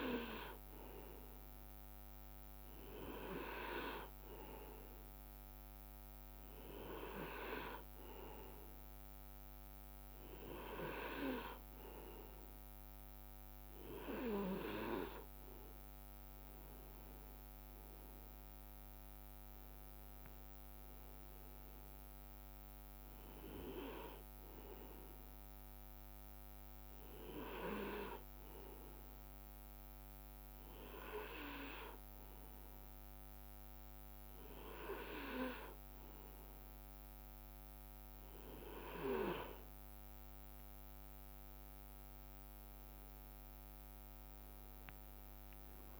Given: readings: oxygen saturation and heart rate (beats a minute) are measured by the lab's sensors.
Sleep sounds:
breathing in sleep by a microphone on the trachea; none
1.50-3.50 s: long interval between heartbeats (device-marked)
22.50-24.50 s: long interval between heartbeats (device-marked)
26.50-28.50 s: long interval between heartbeats (device-marked)
31.50-33.50 s: long interval between heartbeats (device-marked)
41.00-43.00 s: long interval between heartbeats (device-marked, heart rate 35 before, 64 extreme)
45.00-46.00 s: arousal
From the record:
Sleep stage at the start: N2 (light sleep); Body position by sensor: on the right side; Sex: male

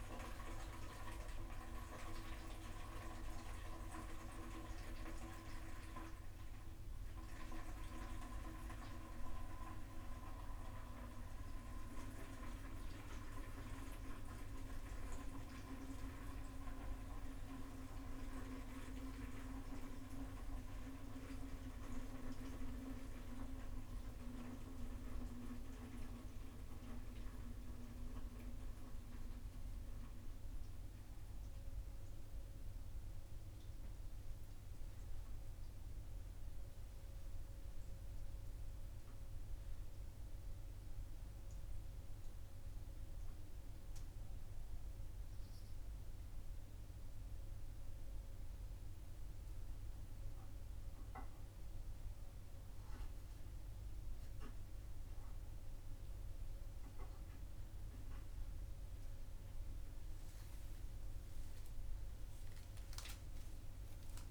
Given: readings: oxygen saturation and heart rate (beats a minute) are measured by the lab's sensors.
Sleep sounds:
a person awake in a sleep study, by a room microphone; none
none scored
From the record:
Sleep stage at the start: awake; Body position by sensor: on the front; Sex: male

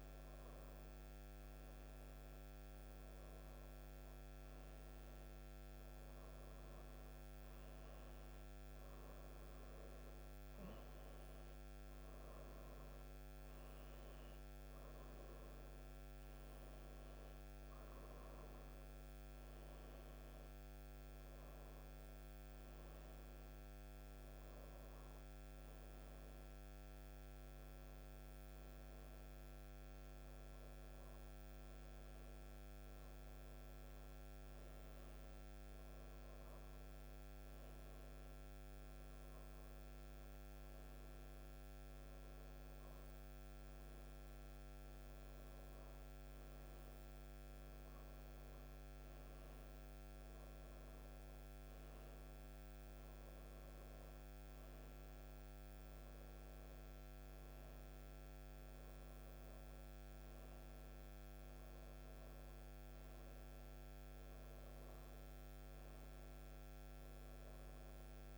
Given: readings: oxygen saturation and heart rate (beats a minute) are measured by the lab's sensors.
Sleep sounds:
breathing in sleep, hard to hear, by a microphone on the trachea; none
none scored
From the record:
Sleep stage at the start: N1 (lightest sleep); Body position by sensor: on the right side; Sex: female

